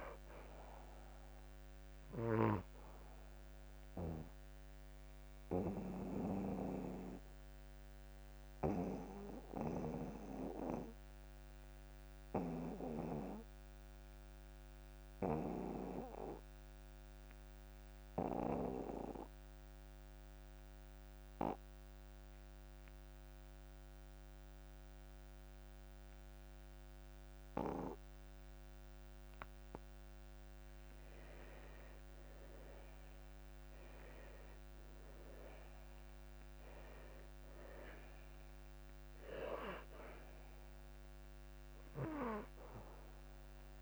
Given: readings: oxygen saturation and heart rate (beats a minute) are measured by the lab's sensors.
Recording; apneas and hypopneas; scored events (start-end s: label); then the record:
breathing in sleep by a microphone on the trachea; 1
0.00-21.00 s: oxygen desaturation (device-marked, oxygen 85% lowest)
4.00-30.50 s: obstructive apnea (oxygen 99% before, 83% lowest)
29.00-43.82 s: oxygen desaturation (device-marked, oxygen 98% before, 83% lowest)
32.00-35.50 s: arousal
From the record:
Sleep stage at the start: N2 (light sleep); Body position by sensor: on the back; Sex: male